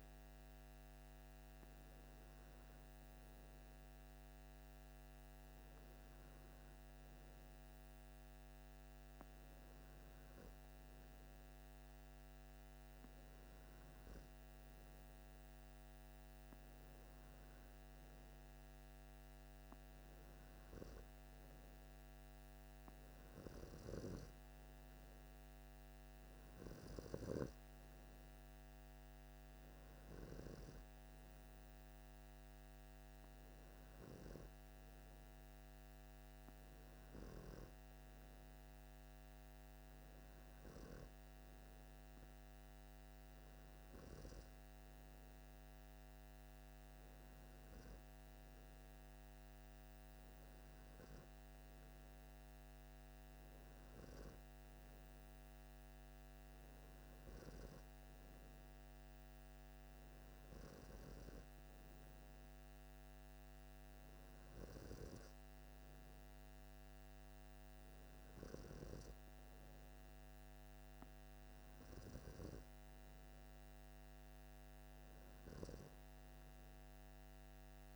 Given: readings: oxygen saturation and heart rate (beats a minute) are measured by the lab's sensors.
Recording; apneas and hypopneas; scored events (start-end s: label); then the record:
breathing in sleep by a microphone on the trachea; none
none scored
From the record:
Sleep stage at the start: N2 (light sleep); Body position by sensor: on the left side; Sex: male